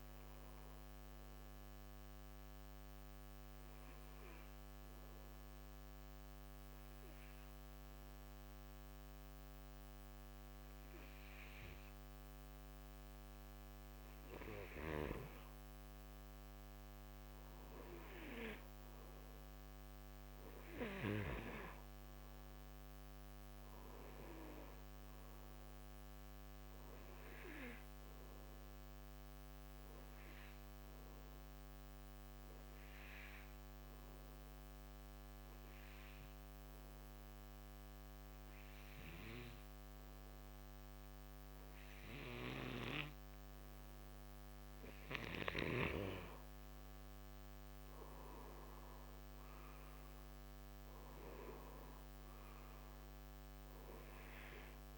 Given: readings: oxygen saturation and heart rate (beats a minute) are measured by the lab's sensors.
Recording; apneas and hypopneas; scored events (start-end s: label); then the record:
breathing in sleep by a microphone on the trachea; 2
0.00-9.50 s: oxygen desaturation (device-marked, oxygen 90% lowest, heart rate 57 extreme)
2.50-14.00 s: obstructive apnea (oxygen 94% before, 90% lowest, heart rate 87 before, 60 extreme, up 7 after)
15.50-19.00 s: arousal
17.50-33.50 s: oxygen desaturation (device-marked, oxygen 97% before, 91% lowest, heart rate 62 before, 60 extreme)
31.00-44.50 s: obstructive apnea (oxygen 97% before, 90% lowest, heart rate 64 before, 61 extreme, up 9 after)
46.50-51.00 s: arousal
48.50-54.98 s: oxygen desaturation (device-marked, oxygen 94% before, 90% lowest, heart rate 63 before, 63 extreme)
From the record:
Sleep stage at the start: N2 (light sleep); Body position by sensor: on the right side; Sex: male